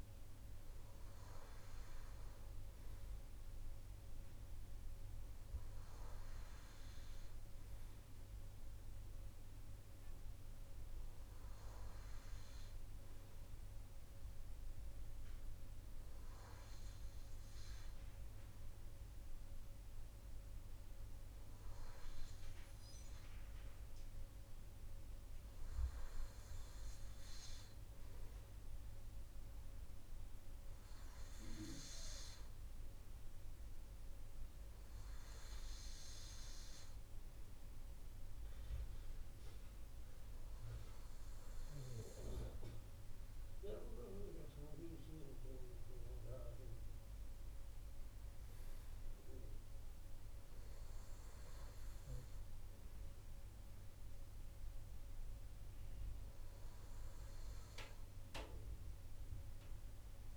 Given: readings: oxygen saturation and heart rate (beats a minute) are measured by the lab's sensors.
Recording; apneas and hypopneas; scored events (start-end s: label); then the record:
breathing in sleep by a room microphone; none
none scored
From the record:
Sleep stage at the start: N2 (light sleep); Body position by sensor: on the right side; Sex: male